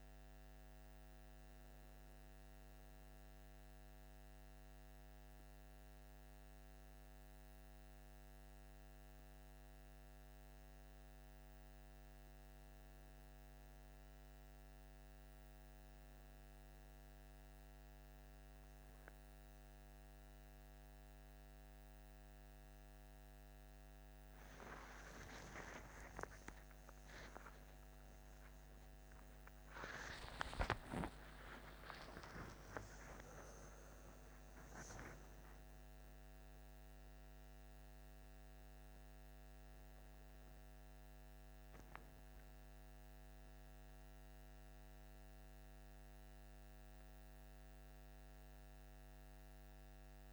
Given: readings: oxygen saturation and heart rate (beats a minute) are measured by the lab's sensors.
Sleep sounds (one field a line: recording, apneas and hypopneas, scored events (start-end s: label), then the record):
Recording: breathing in sleep by a microphone on the trachea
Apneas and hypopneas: none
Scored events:
26.00-33.00 s: arousal
From the record:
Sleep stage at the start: N2 (light sleep)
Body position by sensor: on the left side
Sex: male